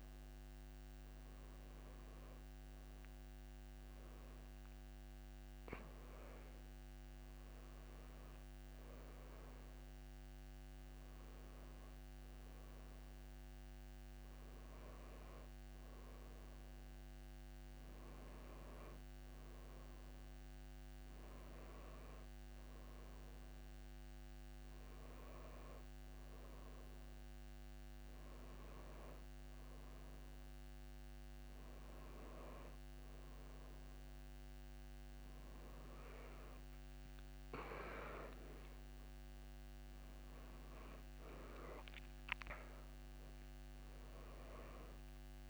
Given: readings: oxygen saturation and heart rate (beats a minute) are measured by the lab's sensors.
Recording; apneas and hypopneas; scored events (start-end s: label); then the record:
breathing in sleep, hard to hear, by a microphone on the trachea; none
36.00-45.50 s: new sleep stage, awake
From the record:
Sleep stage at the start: N1 (lightest sleep); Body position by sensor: on the back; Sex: female